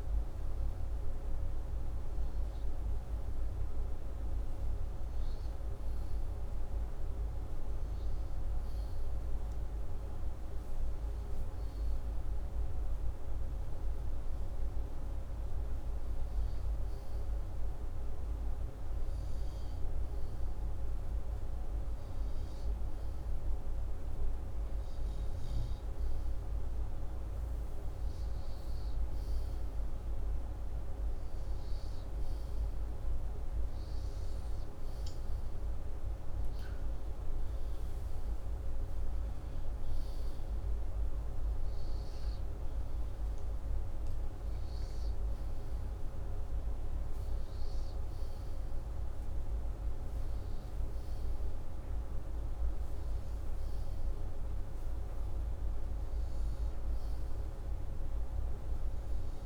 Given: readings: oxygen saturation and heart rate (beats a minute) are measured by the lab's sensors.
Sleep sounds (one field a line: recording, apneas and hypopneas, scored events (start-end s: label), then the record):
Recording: breathing in sleep, hard to hear, by a room microphone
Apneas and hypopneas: none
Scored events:
none scored
From the record:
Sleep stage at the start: N2 (light sleep)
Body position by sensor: upright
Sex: male